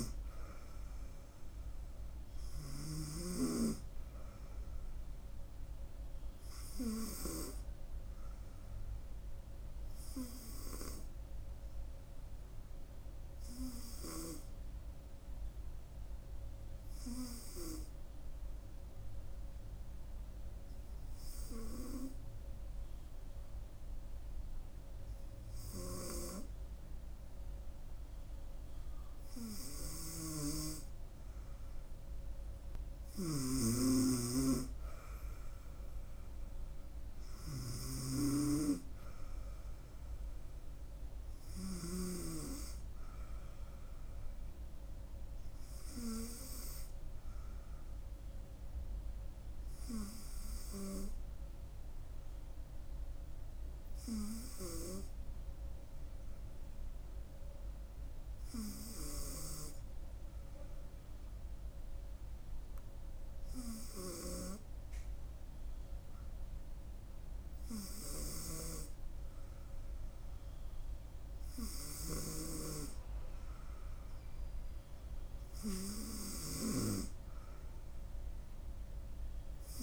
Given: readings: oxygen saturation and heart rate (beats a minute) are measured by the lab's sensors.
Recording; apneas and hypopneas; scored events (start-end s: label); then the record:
breathing in sleep by a room microphone; 2
0.00-1.00 s: arousal
0.00-19.50 s: oxygen desaturation (device-marked, oxygen 93% lowest, heart rate 68 extreme)
10.50-30.00 s: hypopnea (oxygen 98% before, 93% lowest, heart rate 70 before, 66 extreme, up 3 after)
31.50-34.00 s: arousal
47.50-69.50 s: hypopnea (oxygen 97% before, 94% lowest, heart rate 71 before, 66 extreme, up 0 after)
72.50-75.00 s: arousal
76.50-79.83 s: new sleep stage, N3 (deep sleep)
From the record:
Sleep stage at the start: N2 (light sleep); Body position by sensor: on the right side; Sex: female